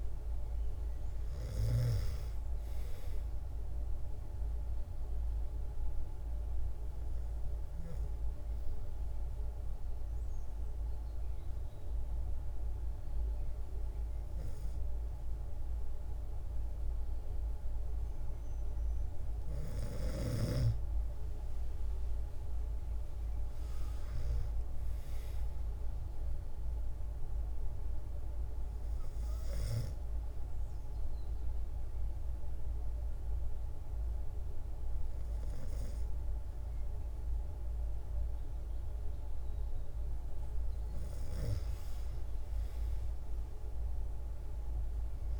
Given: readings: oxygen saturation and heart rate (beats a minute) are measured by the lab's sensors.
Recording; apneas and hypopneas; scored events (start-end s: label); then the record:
breathing in sleep, hard to hear, by a room microphone; 2
0.00-1.00 s: snoring (device-marked)
6.00-17.00 s: hypopnea (oxygen 96% before, 92% lowest, heart rate 115 before, 86 extreme)
21.00-25.00 s: arousal
29.50-40.50 s: obstructive apnea (oxygen 96% before, 92% lowest, heart rate 108 before, 118 extreme, up 14 after)
42.50-45.39 s: arousal
From the record:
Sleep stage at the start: N2 (light sleep); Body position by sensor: on the back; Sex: female